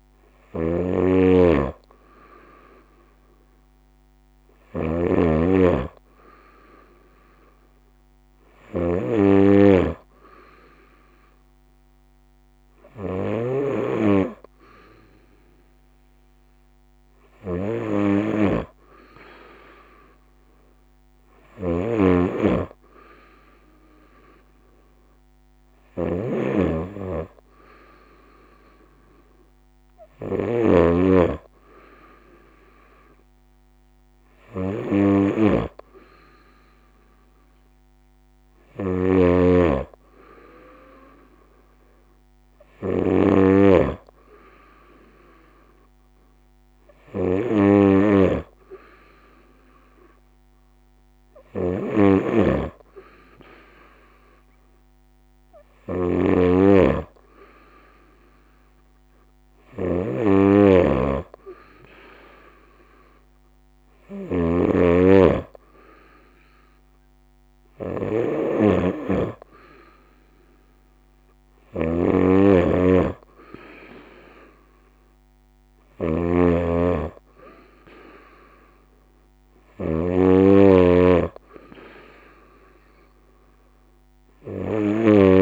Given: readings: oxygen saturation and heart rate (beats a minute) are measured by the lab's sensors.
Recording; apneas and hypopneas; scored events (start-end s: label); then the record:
breathing in sleep by a microphone on the trachea; none
0.00-85.42 s: snoring (device-marked)
From the record:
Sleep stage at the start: N2 (light sleep); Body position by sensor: on the right side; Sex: female